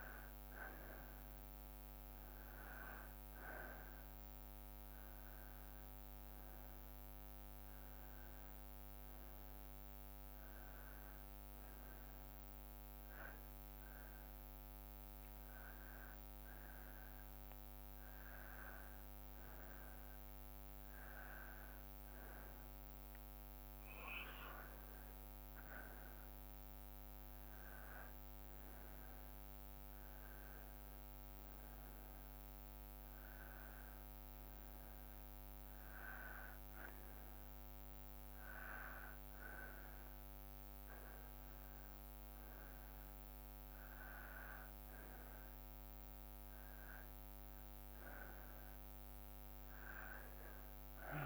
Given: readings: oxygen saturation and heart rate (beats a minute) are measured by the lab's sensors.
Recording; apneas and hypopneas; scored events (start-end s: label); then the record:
breathing in sleep by a microphone on the trachea; none
none scored
From the record:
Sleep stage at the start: N2 (light sleep); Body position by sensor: on the back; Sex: male